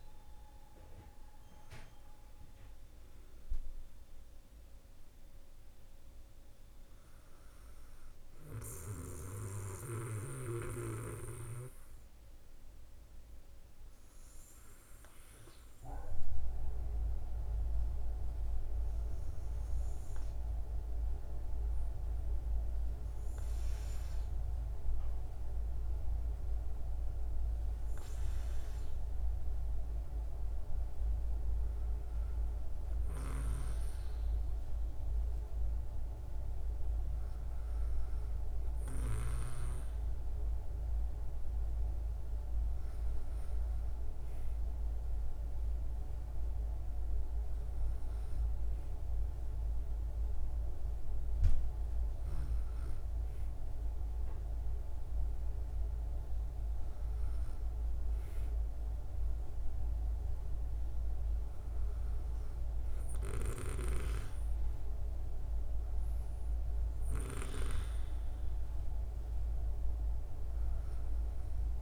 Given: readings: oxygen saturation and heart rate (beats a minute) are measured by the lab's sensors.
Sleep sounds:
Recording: breathing in sleep by a room microphone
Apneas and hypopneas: none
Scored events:
none scored
From the record:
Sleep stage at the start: N2 (light sleep)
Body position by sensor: on the back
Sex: female

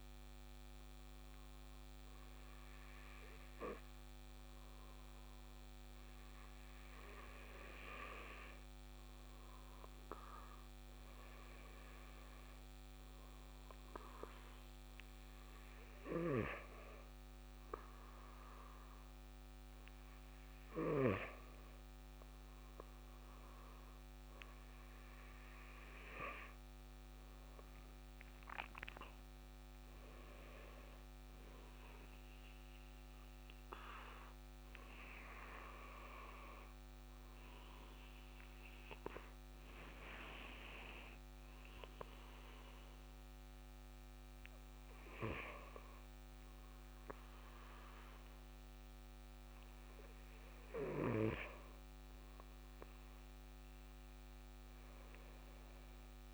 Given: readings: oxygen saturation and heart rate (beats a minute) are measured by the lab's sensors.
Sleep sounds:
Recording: breathing in sleep by a microphone on the trachea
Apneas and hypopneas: 1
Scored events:
33.00-44.50 s: hypopnea (oxygen 96% before, 93% lowest, heart rate 63 before, 61 extreme, up 2 after)
40.50-44.50 s: oxygen desaturation (device-marked, oxygen 96% before, 93% lowest, heart rate 63 before, 61 extreme)
From the record:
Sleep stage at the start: N2 (light sleep)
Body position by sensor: on the back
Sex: male

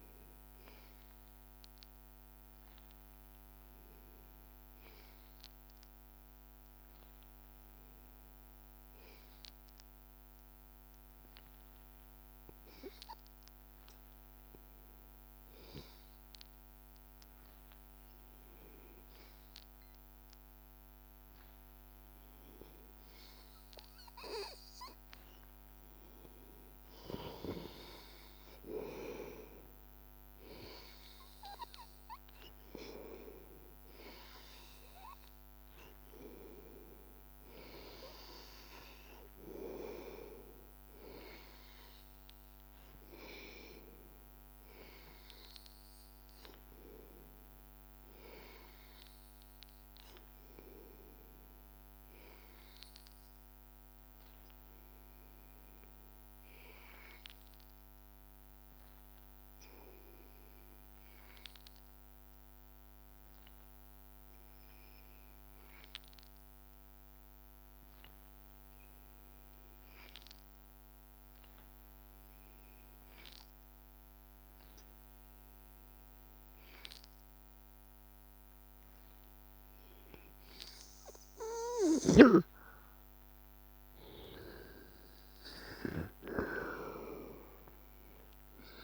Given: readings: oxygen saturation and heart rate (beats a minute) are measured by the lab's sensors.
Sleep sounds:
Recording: breathing in sleep by a microphone on the trachea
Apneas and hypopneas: 2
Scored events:
21.00-24.50 s: arousal
27.00-39.50 s: hypopnea (oxygen 97% before, 92% lowest, heart rate 83 before, 84 extreme, up 2 after)
45.50-50.00 s: arousal
64.50-80.00 s: obstructive apnea (oxygen 98% before, 92% lowest, heart rate 85 before, 83 extreme, up 5 after)
79.50-88.84 s: oxygen desaturation (device-marked, oxygen 97% before, 92% lowest, heart rate 84 before, 82 extreme)
82.50-86.00 s: arousal
87.50-88.84 s: long interval between heartbeats (device-marked, heart rate 83 before, 85 extreme)
From the record:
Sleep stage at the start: N2 (light sleep)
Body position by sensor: on the back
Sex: male

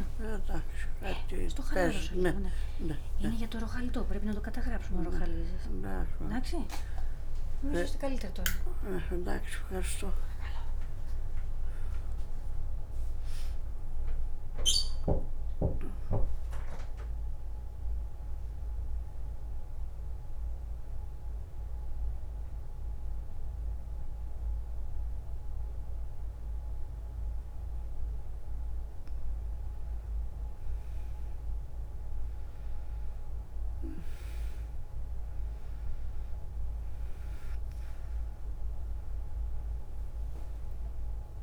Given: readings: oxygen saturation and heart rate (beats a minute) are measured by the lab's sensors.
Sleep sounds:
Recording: breathing in sleep by a room microphone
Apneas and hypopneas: 1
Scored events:
19.00-29.00 s: central apnea (oxygen 97% before, 90% lowest, heart rate 67 before, 58 extreme, up 4 after)
30.50-33.00 s: arousal
33.50-41.43 s: oxygen desaturation (device-marked, oxygen 96% before, 92% lowest, heart rate 63 before, 58 extreme)
37.50-41.43 s: new sleep stage, N2 (light sleep)
From the record:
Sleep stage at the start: N1 (lightest sleep)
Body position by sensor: on the back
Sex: female

